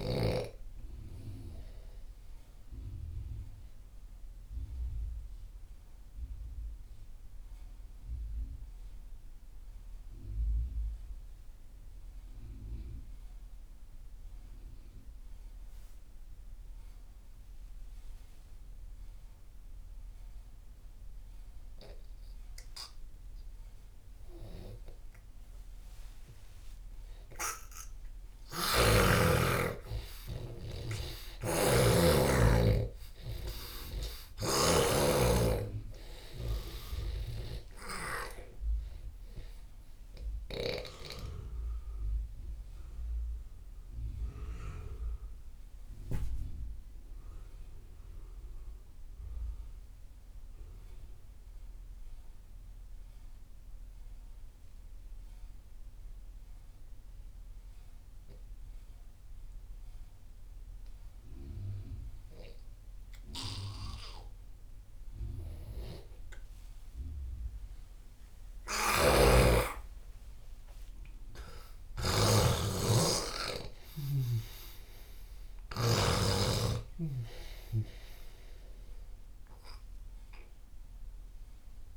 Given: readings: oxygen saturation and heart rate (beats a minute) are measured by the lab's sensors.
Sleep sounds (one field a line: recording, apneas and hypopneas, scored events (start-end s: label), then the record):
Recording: breathing in sleep by a room microphone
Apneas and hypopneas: 2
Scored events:
0.00-17.00 s: oxygen desaturation (device-marked, oxygen 87% lowest)
3.00-23.50 s: obstructive apnea (oxygen 98% before, 87% lowest)
27.50-31.50 s: arousal
28.50-35.00 s: snoring (device-marked)
37.00-59.00 s: oxygen desaturation (device-marked, oxygen 97% before, 87% lowest)
42.00-66.50 s: obstructive apnea (oxygen 97% before, 85% lowest)
68.50-72.00 s: arousal
68.50-76.00 s: snoring (device-marked)
72.00-81.97 s: oxygen desaturation (device-marked, oxygen 97% before, 85% lowest)
From the record:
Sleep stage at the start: N2 (light sleep)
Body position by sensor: on the left side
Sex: male